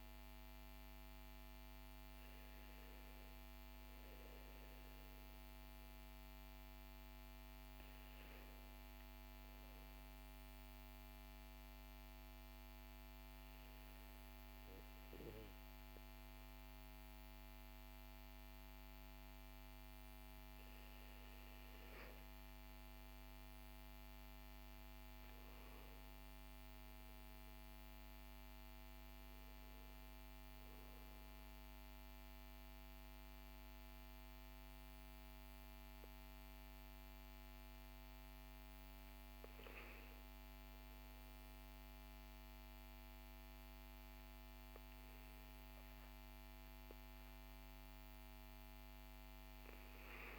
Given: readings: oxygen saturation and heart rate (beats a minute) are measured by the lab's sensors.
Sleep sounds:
breathing in sleep, hard to hear, by a microphone on the trachea; 1
10.00-21.00 s: hypopnea (oxygen 97% before, 95% lowest, heart rate 53 before, 45 extreme, up 14 after)
12.00-50.39 s: new sleep stage, N2 (light sleep)
23.50-28.50 s: arousal
From the record:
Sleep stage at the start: REM sleep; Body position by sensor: on the back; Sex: male

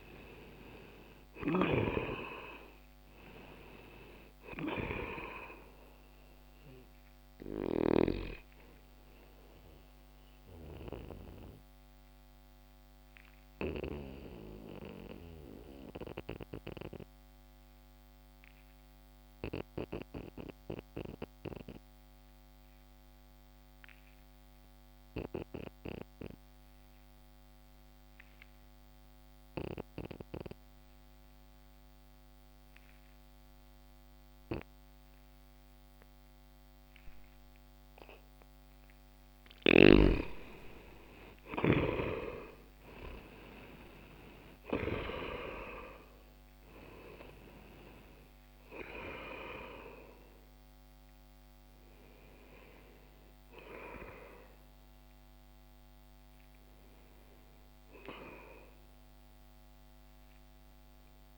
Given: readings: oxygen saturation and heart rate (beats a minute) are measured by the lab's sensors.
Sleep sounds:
breathing in sleep by a microphone on the trachea; 1
0.00-1.00 s: arousal
5.00-27.00 s: oxygen desaturation (device-marked, oxygen 97% before, 88% lowest, heart rate 60 before, 60 extreme)
9.00-39.00 s: obstructive apnea (oxygen 97% before, 84% lowest, heart rate 60 before, 60 extreme, up 2 after)
37.00-58.00 s: oxygen desaturation (device-marked, oxygen 96% before, 87% lowest, heart rate 60 before, 60 extreme)
41.00-43.50 s: arousal
From the record:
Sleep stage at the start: N2 (light sleep); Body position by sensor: on the back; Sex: male

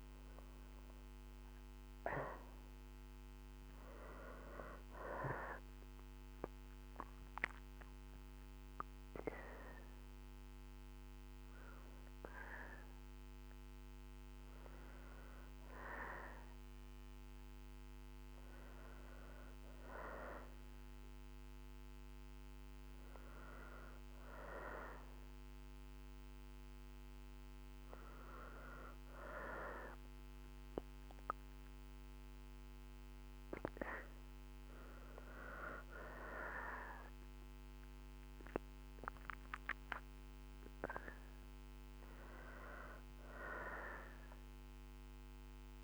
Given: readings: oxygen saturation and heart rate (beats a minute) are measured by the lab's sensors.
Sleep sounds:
breathing in sleep by a microphone on the trachea; none
20.00-31.00 s: oxygen desaturation (device-marked, oxygen 95% before, 91% lowest, heart rate 65 before, 61 extreme)
From the record:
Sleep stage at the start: N1 (lightest sleep); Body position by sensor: on the right side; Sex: female

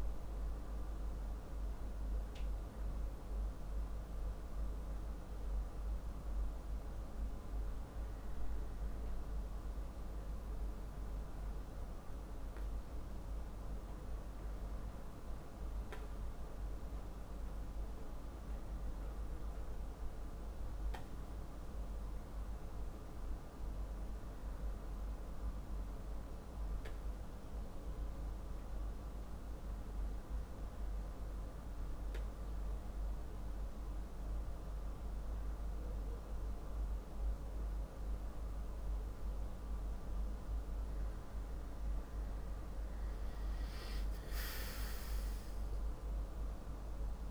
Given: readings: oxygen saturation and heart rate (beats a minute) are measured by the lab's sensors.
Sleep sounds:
breathing in sleep, hard to hear, by a room microphone; none
none scored
From the record:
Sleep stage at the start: N2 (light sleep); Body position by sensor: on the back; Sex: male

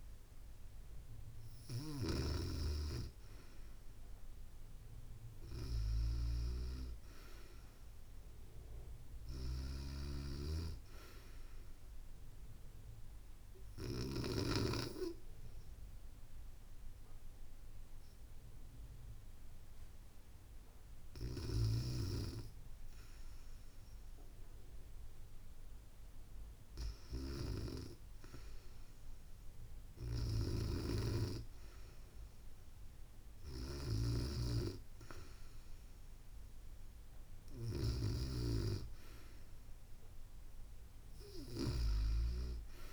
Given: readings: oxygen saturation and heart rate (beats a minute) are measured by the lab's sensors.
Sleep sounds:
breathing in sleep by a room microphone; 1
0.00-1.50 s: snoring (device-marked)
9.00-13.50 s: snoring (device-marked)
10.00-20.50 s: obstructive apnea (oxygen 95% before, 93% lowest, heart rate 70 before, 68 extreme, up 2 after)
23.00-26.50 s: arousal
29.50-37.50 s: snoring (device-marked)
From the record:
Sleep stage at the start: REM sleep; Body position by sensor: on the back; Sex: female

